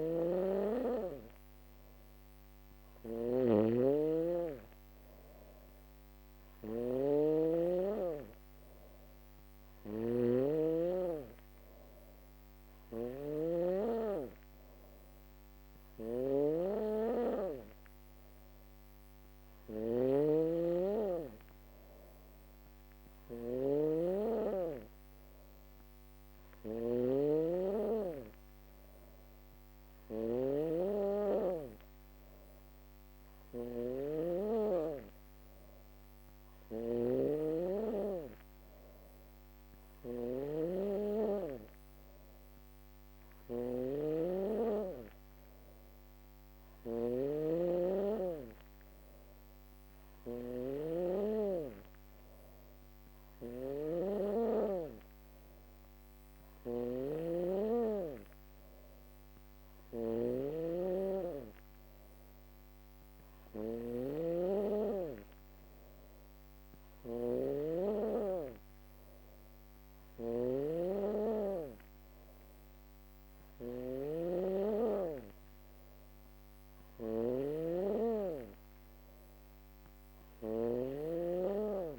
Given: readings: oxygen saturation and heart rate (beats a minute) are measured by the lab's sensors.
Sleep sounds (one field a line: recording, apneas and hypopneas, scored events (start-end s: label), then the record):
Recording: breathing in sleep by a microphone on the trachea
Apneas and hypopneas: none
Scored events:
0.00-81.99 s: snoring (device-marked)
From the record:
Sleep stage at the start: N2 (light sleep)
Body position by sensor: on the back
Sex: female